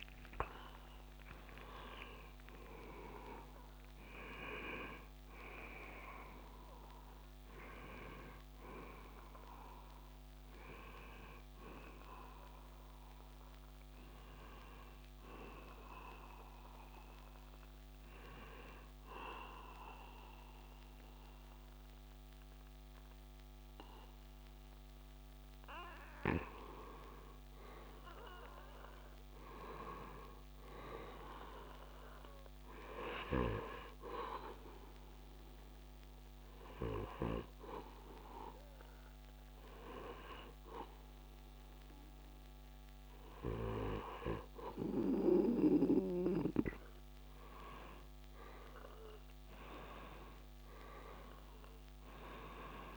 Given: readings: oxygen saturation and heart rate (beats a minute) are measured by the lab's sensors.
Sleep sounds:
breathing in sleep by a microphone on the trachea; 2
15.00-26.50 s: hypopnea (oxygen 100% before, 97% lowest)
28.00-32.00 s: arousal
28.00-52.97 s: new sleep stage, N2 (light sleep)
34.50-45.50 s: hypopnea (oxygen 100% before, 97% lowest)
48.00-52.00 s: arousal
From the record:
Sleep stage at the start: N1 (lightest sleep); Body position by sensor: on the back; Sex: male

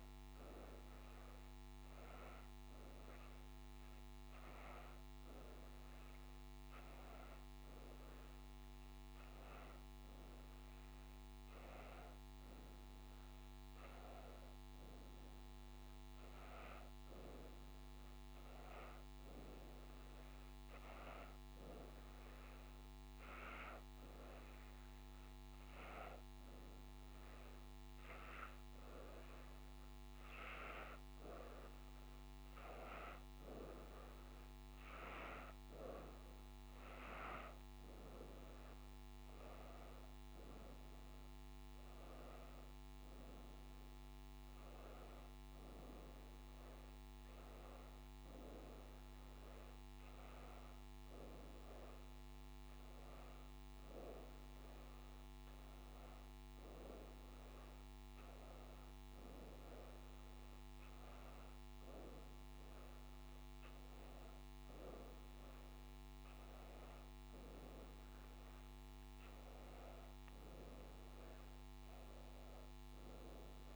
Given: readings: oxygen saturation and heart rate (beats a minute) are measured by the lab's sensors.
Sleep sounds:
breathing in sleep by a microphone on the trachea; none
none scored
From the record:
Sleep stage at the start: N1 (lightest sleep); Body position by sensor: on the back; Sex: female

